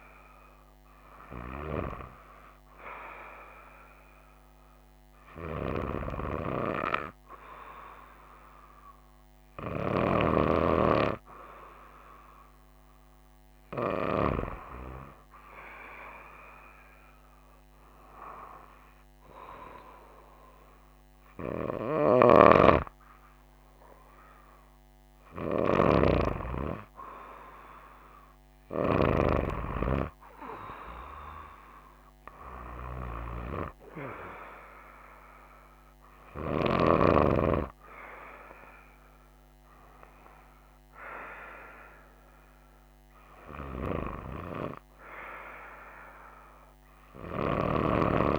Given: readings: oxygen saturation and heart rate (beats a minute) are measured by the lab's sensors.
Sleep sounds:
breathing in sleep by a microphone on the trachea; none
none scored
From the record:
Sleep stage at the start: N2 (light sleep); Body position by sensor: on the right side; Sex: female

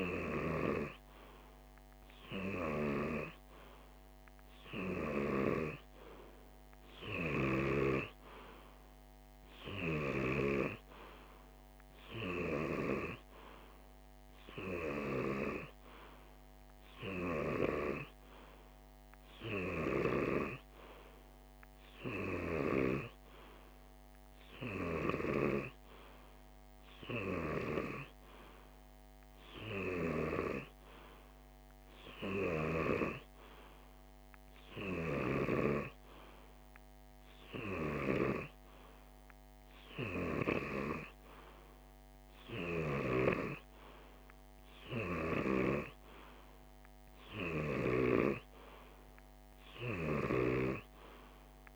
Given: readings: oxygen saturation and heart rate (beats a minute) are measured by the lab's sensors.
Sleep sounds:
breathing in sleep by a microphone on the trachea; none
none scored
From the record:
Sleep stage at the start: N2 (light sleep); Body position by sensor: on the left side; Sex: male

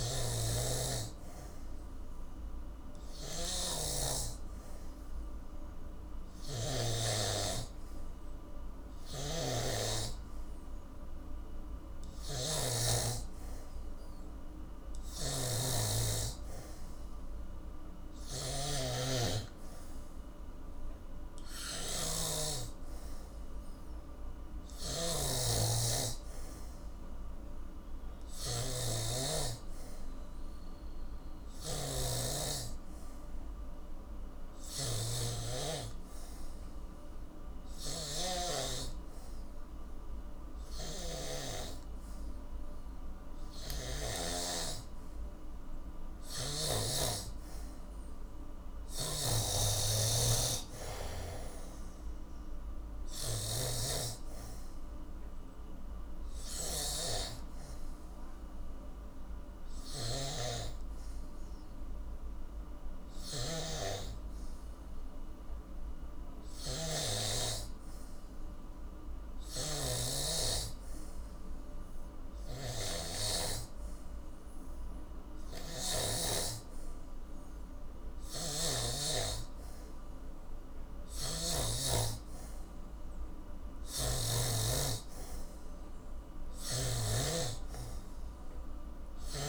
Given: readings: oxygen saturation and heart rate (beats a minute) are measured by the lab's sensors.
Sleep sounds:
breathing in sleep by a room microphone; none
0.00-7.00 s: snoring (device-marked)
9.00-44.00 s: snoring (device-marked)
46.00-79.00 s: snoring (device-marked)
54.00-65.00 s: oxygen desaturation (device-marked, oxygen 92% before, 87% lowest, heart rate 65 before, 53 extreme)
74.00-89.49 s: new sleep stage, N3 (deep sleep)
81.00-84.50 s: snoring (device-marked)
From the record:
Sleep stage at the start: N2 (light sleep); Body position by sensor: on the back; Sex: male

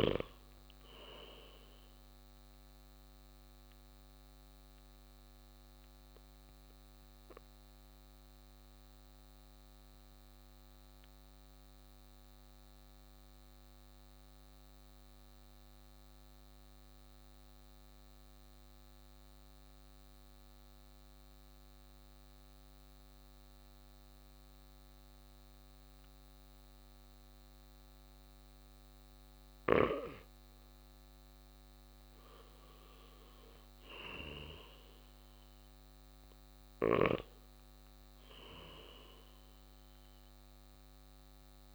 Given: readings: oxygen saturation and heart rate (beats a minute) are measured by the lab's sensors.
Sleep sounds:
breathing in sleep by a microphone on the trachea; 1
0.00-17.00 s: oxygen desaturation (device-marked, oxygen 85% lowest, heart rate 55 extreme)
2.50-33.50 s: mixed apnea (oxygen 96% before, 85% lowest, heart rate 63 before, 55 extreme, up 5 after)
35.00-38.00 s: arousal
From the record:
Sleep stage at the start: N2 (light sleep); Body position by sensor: on the right side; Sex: male

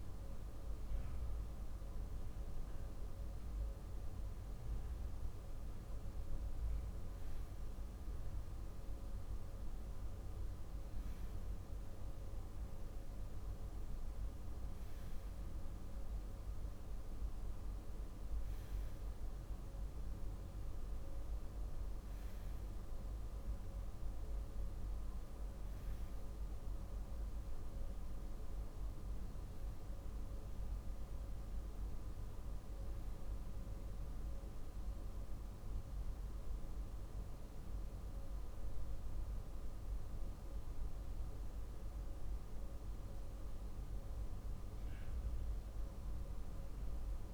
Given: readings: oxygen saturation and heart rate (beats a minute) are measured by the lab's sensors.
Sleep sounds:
breathing in sleep, hard to hear, by a room microphone; none
none scored
From the record:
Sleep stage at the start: REM sleep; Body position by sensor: on the left side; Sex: male

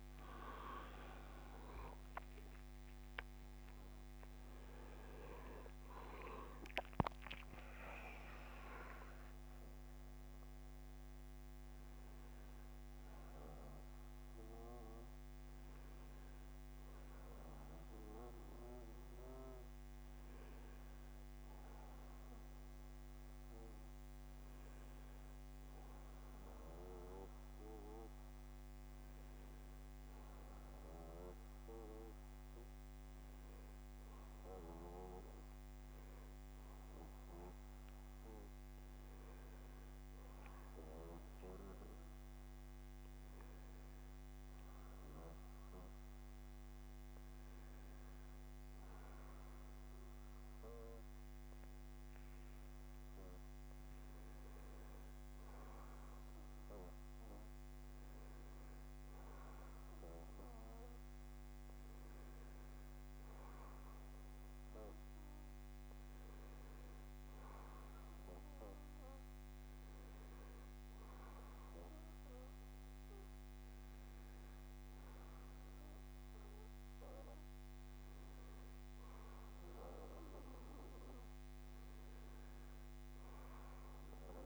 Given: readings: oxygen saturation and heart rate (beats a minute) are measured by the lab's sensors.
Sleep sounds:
breathing in sleep by a microphone on the trachea; none
48.00-50.00 s: bradycardia (device-marked, heart rate 72 before, 63 extreme)
71.00-84.46 s: new sleep stage, N1 (lightest sleep)
From the record:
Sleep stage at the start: N2 (light sleep); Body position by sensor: on the back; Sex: male

